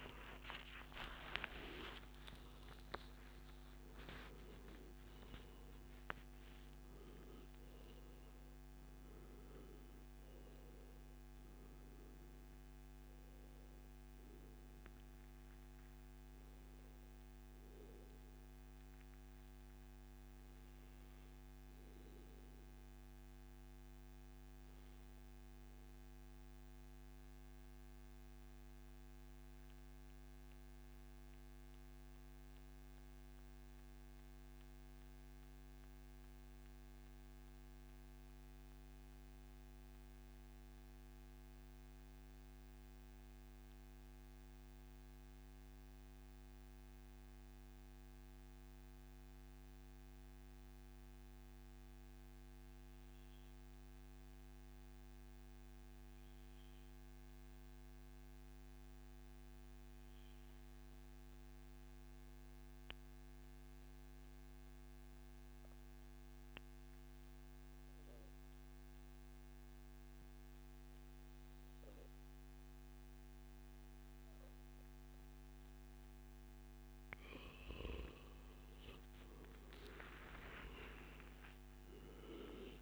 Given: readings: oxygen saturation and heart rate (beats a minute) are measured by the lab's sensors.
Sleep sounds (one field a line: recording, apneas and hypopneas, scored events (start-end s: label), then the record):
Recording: breathing in sleep by a microphone on the trachea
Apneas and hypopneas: 1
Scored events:
0.00-3.50 s: arousal
0.00-9.00 s: oxygen desaturation (device-marked, oxygen 93% lowest, heart rate 132 extreme)
22.00-76.50 s: mixed apnea (oxygen 96% before, 92% lowest, heart rate 140 before, 105 extreme, up 37 after)
61.00-82.82 s: oxygen desaturation (device-marked, oxygen 98% before, 93% lowest, heart rate 146 before, 105 extreme)
70.50-72.50 s: long interval between heartbeats (device-marked, heart rate 144 before, 134 extreme)
73.50-75.50 s: long interval between heartbeats (device-marked, heart rate 143 before, 114 extreme)
78.50-81.50 s: arousal
From the record:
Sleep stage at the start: REM sleep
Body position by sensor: on the back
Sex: male